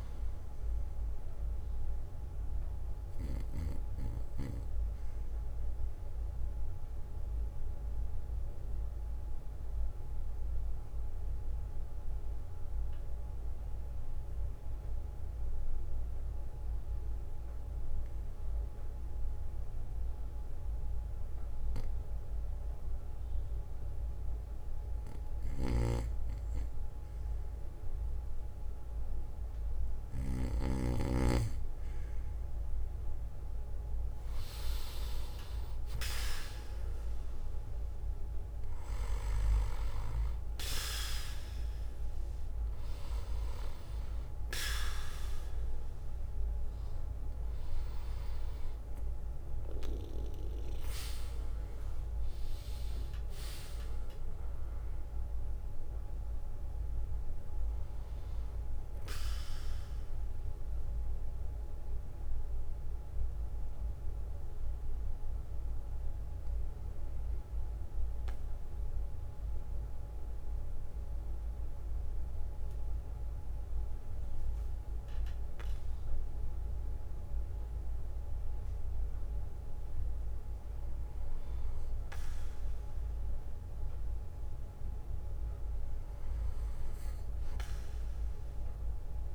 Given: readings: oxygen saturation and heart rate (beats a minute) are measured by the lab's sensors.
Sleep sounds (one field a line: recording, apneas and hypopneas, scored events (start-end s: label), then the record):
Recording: breathing in sleep by a room microphone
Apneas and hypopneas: 2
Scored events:
0.00-5.50 s: bradycardia (device-marked, heart rate 58 extreme)
5.00-25.00 s: obstructive apnea (oxygen 96% before, 89% lowest, heart rate 60 before, 52 extreme, up 4 after)
7.50-33.50 s: bradycardia (device-marked, heart rate 62 before, 52 extreme)
35.00-39.00 s: arousal
59.50-76.50 s: oxygen desaturation (device-marked, oxygen 93% before, 89% lowest, heart rate 66 before, 58 extreme)
60.00-79.50 s: obstructive apnea (oxygen 94% before, 89% lowest, heart rate 66 before, 58 extreme, up 14 after)
61.50-71.50 s: bradycardia (device-marked, heart rate 62 before, 58 extreme)
82.50-86.00 s: arousal
From the record:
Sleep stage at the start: N2 (light sleep)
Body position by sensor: on the back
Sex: male